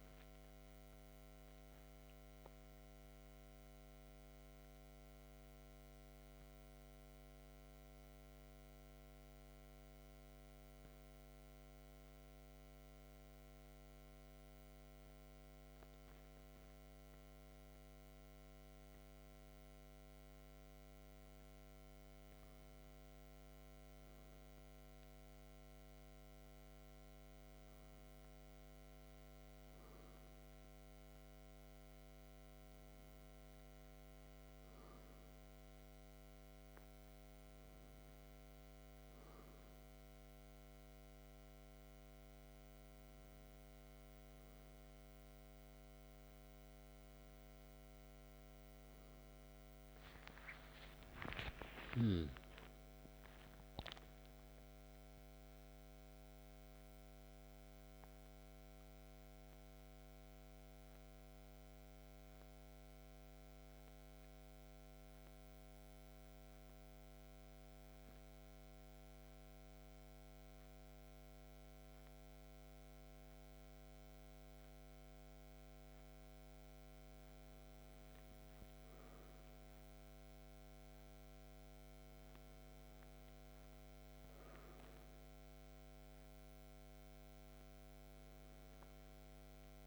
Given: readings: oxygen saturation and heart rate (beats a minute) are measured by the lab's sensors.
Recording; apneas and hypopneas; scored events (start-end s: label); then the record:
breathing in sleep, hard to hear, by a microphone on the trachea; 2
1.50-22.00 s: central apnea (oxygen 97% before, 95% lowest, heart rate 50 before, 42 extreme, up 5 after)
23.00-26.50 s: arousal
49.00-52.50 s: arousal
55.00-72.00 s: mixed apnea (oxygen 97% before, 95% lowest, heart rate 56 before, 43 extreme, up 4 after)
74.00-78.50 s: arousal
From the record:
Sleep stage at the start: N2 (light sleep); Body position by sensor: on the back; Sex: male